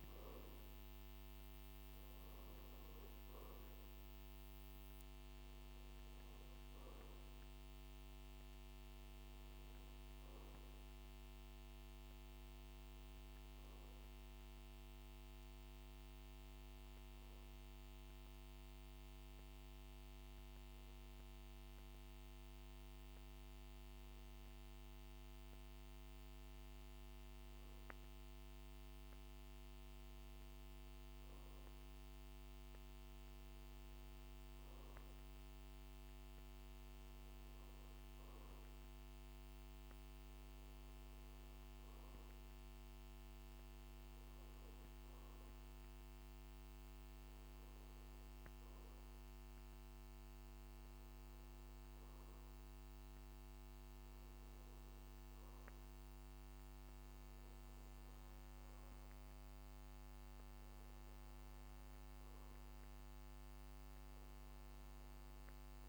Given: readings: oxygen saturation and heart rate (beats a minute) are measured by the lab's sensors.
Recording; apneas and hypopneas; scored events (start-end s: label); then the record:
breathing in sleep, hard to hear, by a microphone on the trachea; none
0.00-19.00 s: oxygen desaturation (device-marked, oxygen 89% lowest, heart rate 48 extreme)
From the record:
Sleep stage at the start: N2 (light sleep); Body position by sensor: on the back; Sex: male